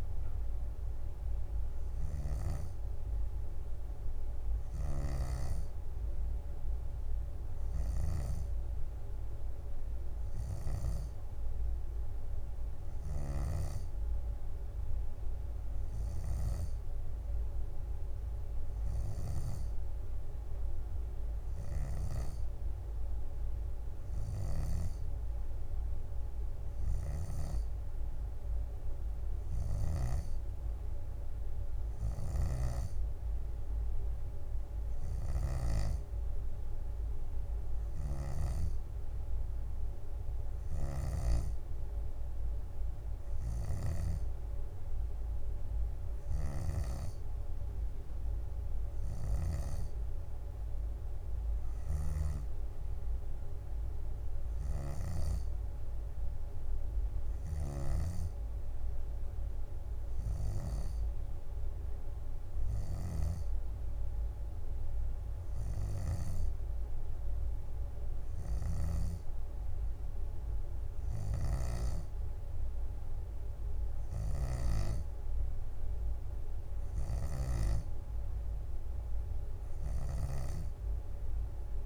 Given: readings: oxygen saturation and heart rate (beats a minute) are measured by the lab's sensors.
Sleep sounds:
breathing in sleep by a room microphone; none
21.50-23.00 s: leg movement (device-marked)
32.00-39.50 s: leg movement (device-marked)
38.00-47.00 s: snoring (device-marked)
57.50-59.00 s: leg movement (device-marked)
57.50-81.85 s: snoring (device-marked)
68.50-69.00 s: leg movement (device-marked)
From the record:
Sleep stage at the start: N2 (light sleep); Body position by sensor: on the back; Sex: female

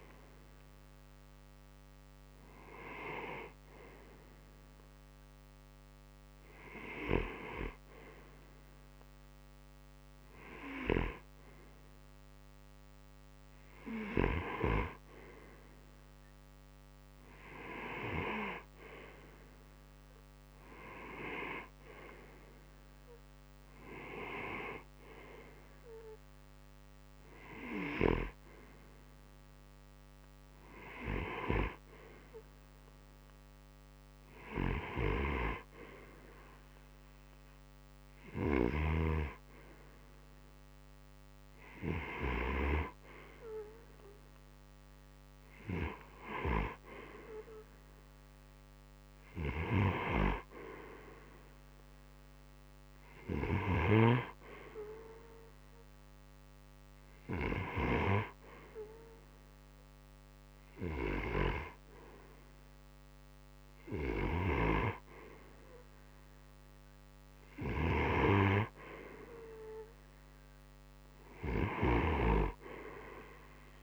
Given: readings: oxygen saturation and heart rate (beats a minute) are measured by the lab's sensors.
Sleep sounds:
breathing in sleep by a microphone on the trachea; none
67.00-71.50 s: snoring (device-marked)
From the record:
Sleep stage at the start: N2 (light sleep); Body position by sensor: on the right side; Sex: male

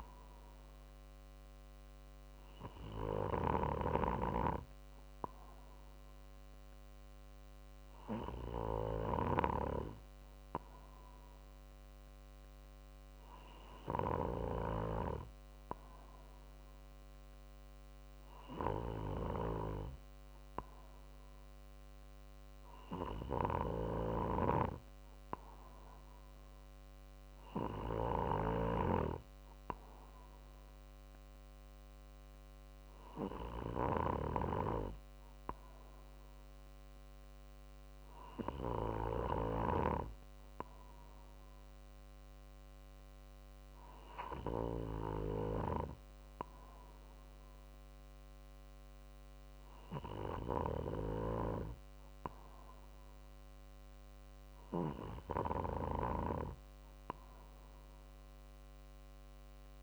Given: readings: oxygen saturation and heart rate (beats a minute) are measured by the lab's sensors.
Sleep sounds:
breathing in sleep by a microphone on the trachea; none
30.00-43.00 s: drop in pulse transit time (device-marked, heart rate 51 before, 50 extreme)
From the record:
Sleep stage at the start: N2 (light sleep); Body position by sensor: on the right side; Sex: male

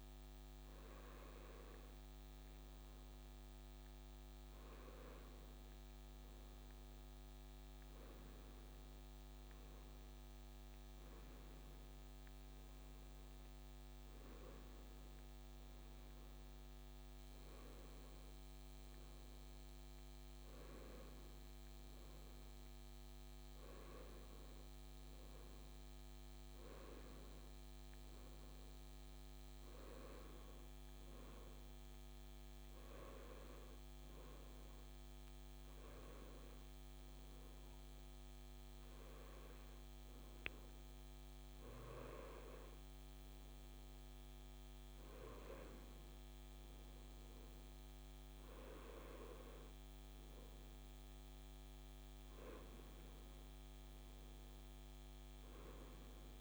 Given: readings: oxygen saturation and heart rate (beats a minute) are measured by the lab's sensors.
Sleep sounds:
a person partly awake in a sleep study, hard to hear, by a microphone on the trachea; none
25.50-56.41 s: new sleep stage, N1 (lightest sleep)
From the record:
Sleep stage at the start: awake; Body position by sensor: on the right side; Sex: male

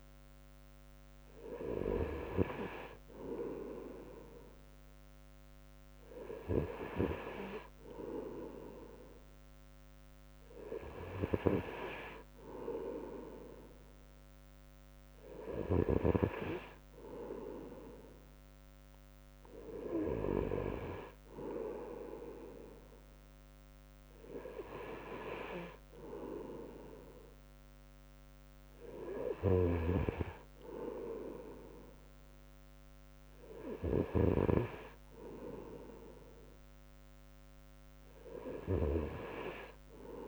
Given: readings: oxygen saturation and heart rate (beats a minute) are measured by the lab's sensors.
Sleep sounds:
breathing in sleep by a microphone on the trachea; none
none scored
From the record:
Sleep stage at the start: N2 (light sleep); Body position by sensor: on the right side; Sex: male

